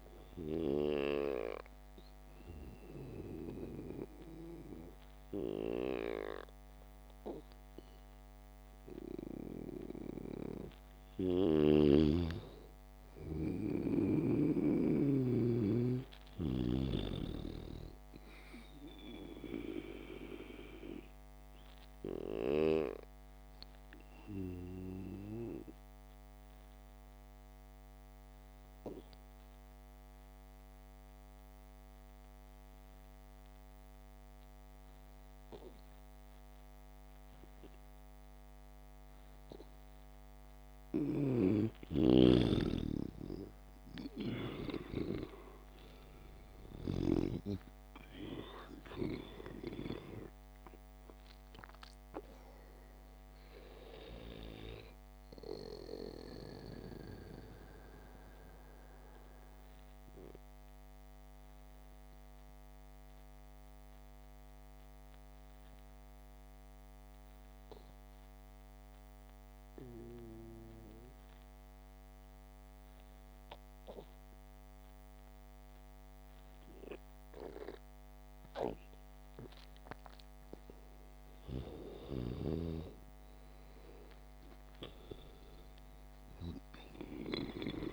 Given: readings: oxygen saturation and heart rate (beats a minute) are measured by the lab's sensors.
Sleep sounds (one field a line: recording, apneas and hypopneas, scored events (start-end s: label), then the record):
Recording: breathing in sleep by a microphone on the trachea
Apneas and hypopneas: 2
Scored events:
26.00-41.00 s: obstructive apnea (oxygen 97% before, 93% lowest, heart rate 77 before, 69 extreme, up 7 after)
42.50-48.00 s: snoring (device-marked)
45.00-49.50 s: arousal
61.00-81.00 s: mixed apnea (oxygen 97% before, 92% lowest, heart rate 78 before, 70 extreme, up 9 after)
81.00-87.93 s: oxygen desaturation (device-marked, oxygen 99% before, 92% lowest, heart rate 72 before, 70 extreme)
82.50-86.00 s: arousal
From the record:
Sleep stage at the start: N2 (light sleep)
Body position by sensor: on the back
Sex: male